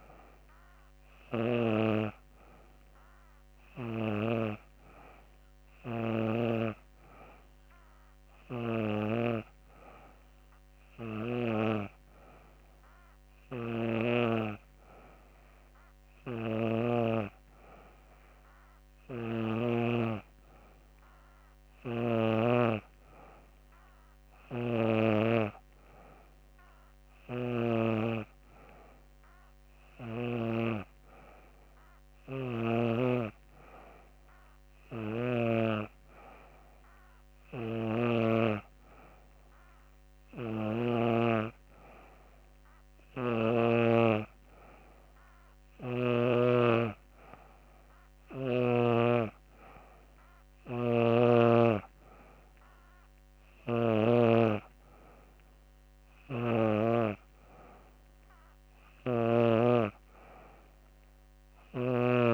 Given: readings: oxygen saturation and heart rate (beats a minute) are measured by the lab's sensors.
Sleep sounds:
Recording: breathing in sleep by a microphone on the trachea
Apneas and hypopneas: none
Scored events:
50.00-53.50 s: snoring (device-marked)
From the record:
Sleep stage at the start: N3 (deep sleep)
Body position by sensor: on the back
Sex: female

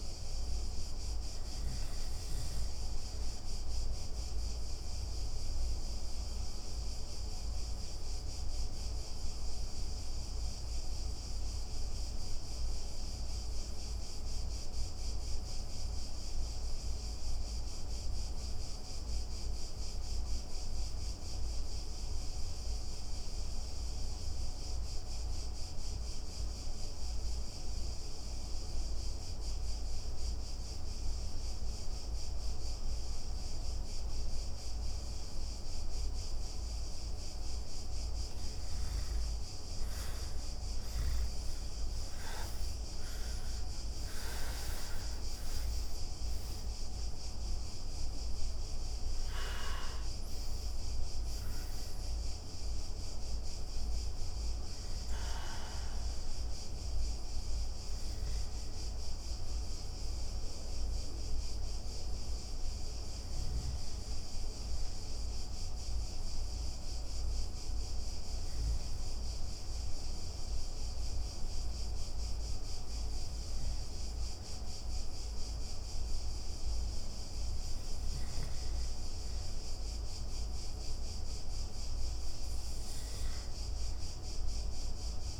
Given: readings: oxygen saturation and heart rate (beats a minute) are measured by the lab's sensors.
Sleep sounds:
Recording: breathing in sleep, hard to hear, by a room microphone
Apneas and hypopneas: 2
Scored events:
3.00-37.50 s: obstructive apnea (oxygen 100% before, 77% lowest)
37.50-75.50 s: oxygen desaturation (device-marked, oxygen 95% before, 77% lowest)
39.50-45.00 s: arousal
60.00-73.50 s: hypopnea (oxygen 95% before, 77% lowest)
75.50-80.00 s: arousal
80.50-85.40 s: new sleep stage, N2 (light sleep)
From the record:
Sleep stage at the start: REM sleep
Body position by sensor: on the back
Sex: male

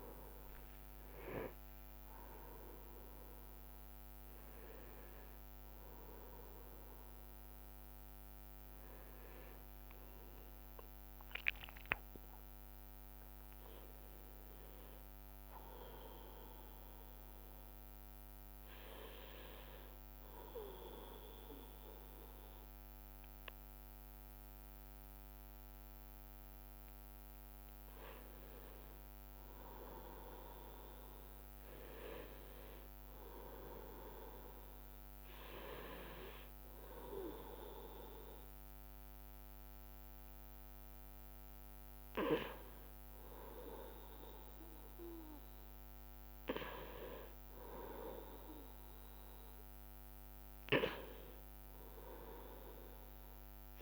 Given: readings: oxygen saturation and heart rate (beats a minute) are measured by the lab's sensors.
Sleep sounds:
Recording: breathing in sleep by a microphone on the trachea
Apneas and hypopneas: 1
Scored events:
0.00-1.50 s: arousal
1.00-9.00 s: oxygen desaturation (device-marked, oxygen 95% before, 91% lowest, heart rate 66 before, 65 extreme)
3.00-15.00 s: drop in pulse transit time (device-marked, heart rate 66 before, 70 extreme)
20.00-30.00 s: obstructive apnea (oxygen 96% before, 93% lowest, heart rate 72 before, 64 extreme, up 4 after)
32.50-36.50 s: arousal
36.00-53.82 s: new sleep stage, N2 (light sleep)
From the record:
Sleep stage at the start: N1 (lightest sleep)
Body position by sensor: on the right side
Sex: male

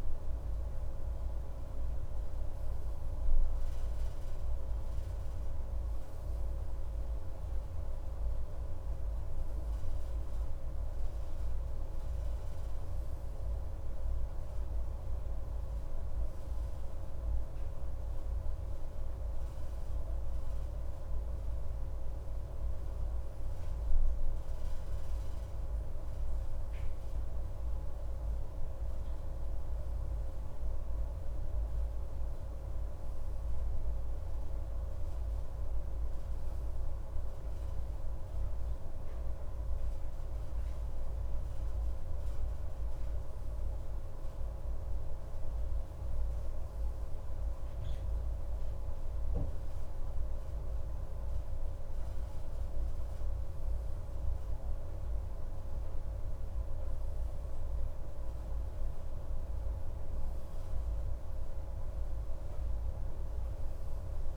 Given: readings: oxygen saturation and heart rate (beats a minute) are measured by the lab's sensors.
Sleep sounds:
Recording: a person awake in a sleep study, hard to hear, by a room microphone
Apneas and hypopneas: none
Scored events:
none scored
From the record:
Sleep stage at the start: awake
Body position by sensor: on the left side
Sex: male

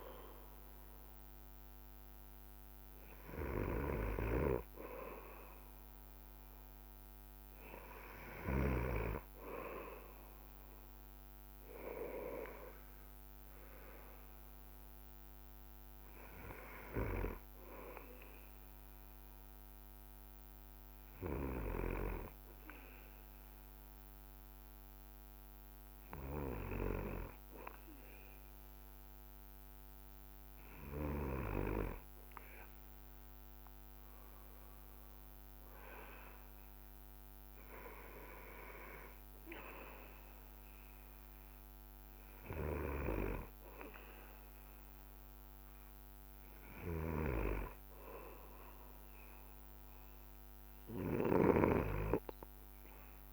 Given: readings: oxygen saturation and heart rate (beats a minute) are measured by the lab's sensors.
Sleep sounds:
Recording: breathing in sleep by a microphone on the trachea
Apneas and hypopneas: none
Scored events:
3.50-9.00 s: snoring (device-marked)
42.50-51.50 s: snoring (device-marked)
From the record:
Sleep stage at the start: N2 (light sleep)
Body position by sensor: on the back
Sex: male

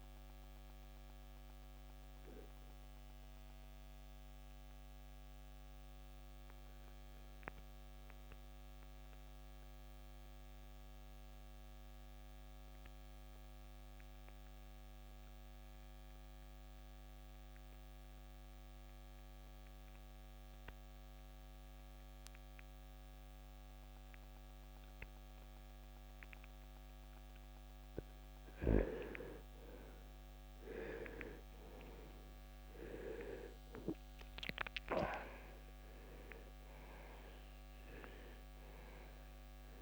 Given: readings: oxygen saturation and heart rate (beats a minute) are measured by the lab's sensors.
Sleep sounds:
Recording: breathing in sleep by a microphone on the trachea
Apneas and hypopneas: 1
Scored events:
0.00-11.50 s: oxygen desaturation (device-marked, oxygen 80% lowest, heart rate 59 extreme)
0.50-27.50 s: obstructive apnea (oxygen 92% before, 80% lowest, heart rate 89 before, 61 extreme, up 5 after)
28.50-39.82 s: oxygen desaturation (device-marked, oxygen 98% before, 81% lowest, heart rate 70 before, 52 extreme)
30.00-35.00 s: arousal
From the record:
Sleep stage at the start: N1 (lightest sleep)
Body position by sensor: on the right side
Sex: male

